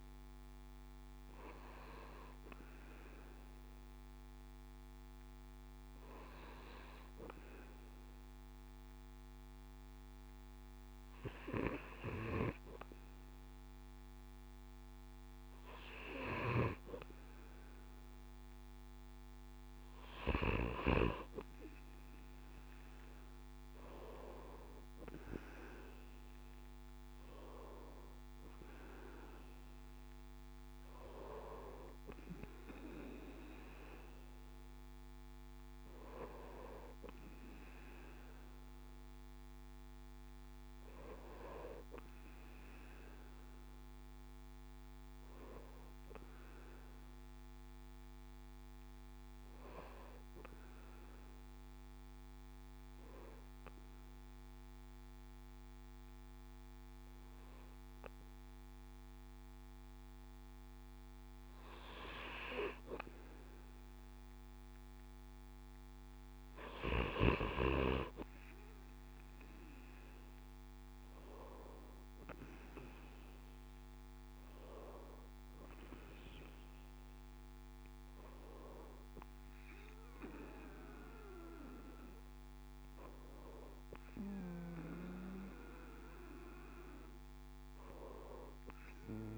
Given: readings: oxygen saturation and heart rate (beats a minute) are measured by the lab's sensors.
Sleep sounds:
breathing in sleep by a microphone on the trachea; 2
2.50-15.50 s: hypopnea (oxygen 96% before, 96% lowest, heart rate 68 before, 65 extreme, up 5 after)
26.00-29.50 s: arousal
50.00-61.50 s: obstructive apnea (oxygen 97% before, 96% lowest, heart rate 70 before, 64 extreme, up 6 after)
70.50-75.00 s: arousal
From the record:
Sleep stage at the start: N2 (light sleep); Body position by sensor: on the right side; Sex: male

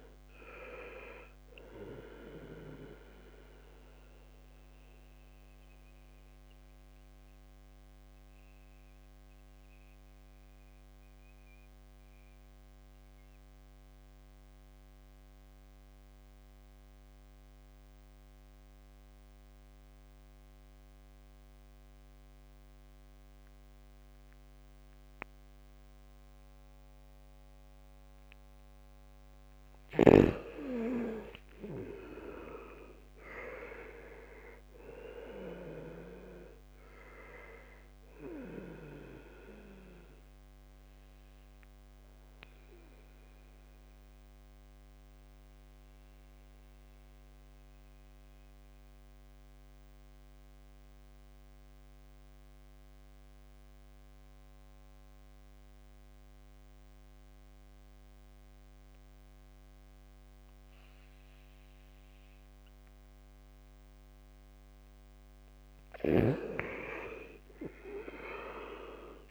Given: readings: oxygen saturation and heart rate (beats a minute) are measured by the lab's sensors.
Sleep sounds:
breathing in sleep by a microphone on the trachea; 2
0.00-21.50 s: oxygen desaturation (device-marked, oxygen 78% lowest, heart rate 68 extreme)
2.00-27.50 s: central apnea (oxygen 99% before, 78% lowest, heart rate 68 before, 66 extreme)
29.00-33.00 s: arousal
32.50-59.50 s: oxygen desaturation (device-marked, oxygen 99% before, 81% lowest, heart rate 73 before, 61 extreme)
40.00-64.50 s: mixed apnea (oxygen 99% before, 81% lowest, heart rate 73 before, 61 extreme, up 1 after)
64.50-69.31 s: arousal
From the record:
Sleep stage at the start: N2 (light sleep); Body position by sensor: on the back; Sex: male

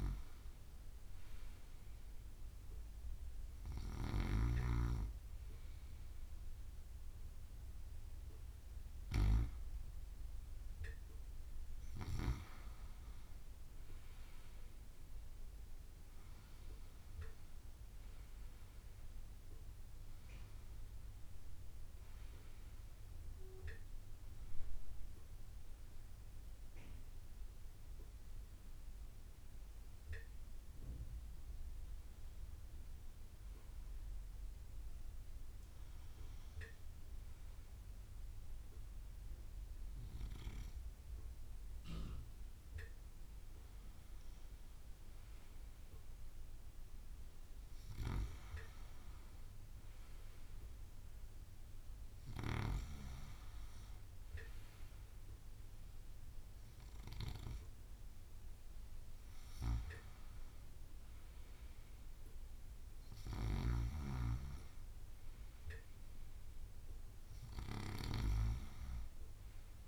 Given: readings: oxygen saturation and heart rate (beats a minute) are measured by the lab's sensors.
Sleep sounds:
breathing in sleep by a room microphone; none
16.00-69.88 s: new sleep stage, N2 (light sleep)
24.00-35.00 s: bradycardia (device-marked, heart rate 49 before, 53 extreme)
35.00-44.00 s: drop in pulse transit time (device-marked, heart rate 60 before, 57 extreme)
36.00-47.00 s: bradycardia (device-marked, heart rate 50 before, 57 extreme)
46.50-52.00 s: arousal
From the record:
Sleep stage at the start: N1 (lightest sleep); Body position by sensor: on the right side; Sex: male

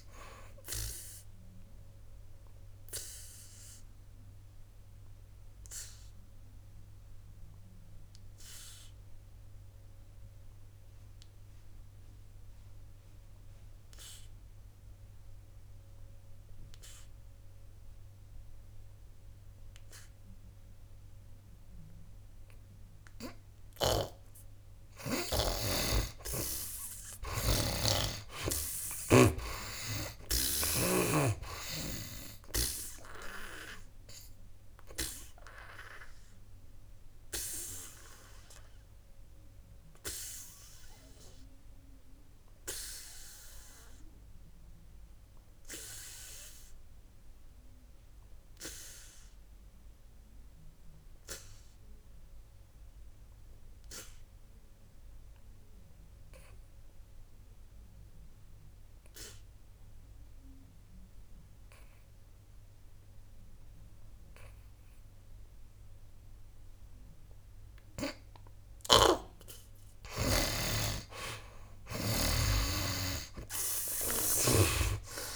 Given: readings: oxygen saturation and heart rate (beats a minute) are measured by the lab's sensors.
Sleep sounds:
breathing in sleep by a room microphone; 2
0.00-27.00 s: oxygen desaturation (device-marked, oxygen 71% lowest, heart rate 59 extreme)
1.50-24.50 s: obstructive apnea (oxygen 94% before, 71% lowest, heart rate 67 before, 59 extreme, up 13 after)
24.00-31.50 s: snoring (device-marked)
27.50-30.50 s: arousal
33.50-69.00 s: obstructive apnea (oxygen 95% before, 73% lowest, heart rate 63 before, 57 extreme, up 17 after)
45.00-60.00 s: oxygen desaturation (device-marked, oxygen 87% before, 73% lowest, heart rate 71 before, 57 extreme)
69.00-72.50 s: snoring (device-marked)
71.00-75.36 s: oxygen desaturation (device-marked, oxygen 97% before, 75% lowest, heart rate 60 before, 57 extreme)
From the record:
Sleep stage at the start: N2 (light sleep); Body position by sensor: on the back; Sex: male

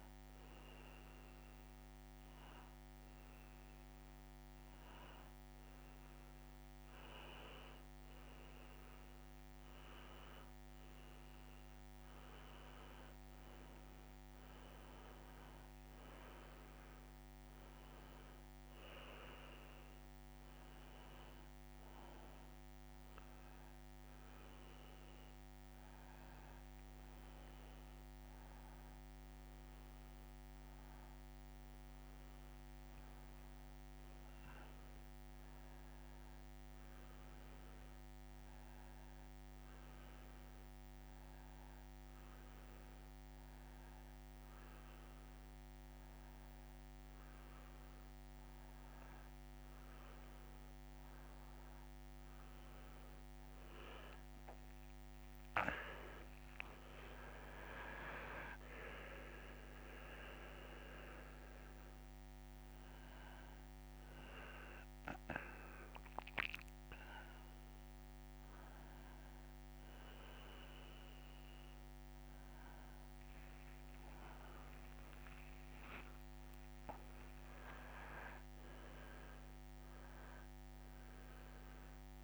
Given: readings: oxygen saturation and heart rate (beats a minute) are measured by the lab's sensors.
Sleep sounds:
breathing in sleep by a microphone on the trachea; none
33.00-35.00 s: long interval between heartbeats (device-marked, heart rate 84 before, 92 extreme)
73.50-77.50 s: arousal
75.50-77.50 s: long interval between heartbeats (device-marked, heart rate 90 before, 90 extreme)
79.50-81.50 s: long interval between heartbeats (device-marked, heart rate 89 before, 99 extreme)
From the record:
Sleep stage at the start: N2 (light sleep); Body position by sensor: on the back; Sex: male

